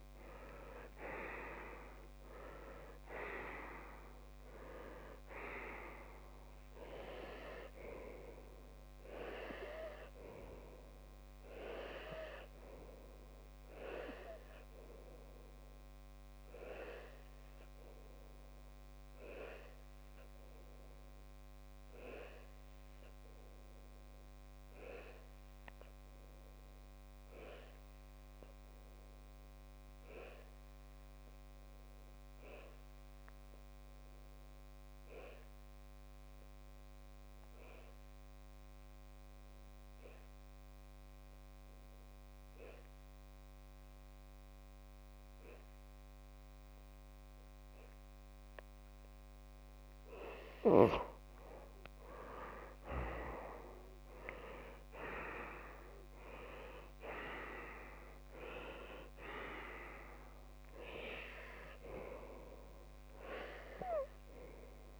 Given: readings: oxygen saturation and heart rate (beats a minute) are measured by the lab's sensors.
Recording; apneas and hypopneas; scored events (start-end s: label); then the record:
breathing in sleep by a microphone on the trachea; 1
0.00-2.00 s: arousal
0.00-9.50 s: oxygen desaturation (device-marked, oxygen 94% lowest)
14.00-49.50 s: obstructive apnea (oxygen 98% before, 93% lowest)
35.00-37.00 s: long interval between heartbeats (device-marked)
46.50-65.00 s: oxygen desaturation (device-marked, oxygen 99% before, 95% lowest)
51.00-54.00 s: arousal
From the record:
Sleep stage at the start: N2 (light sleep); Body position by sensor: on the left side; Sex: male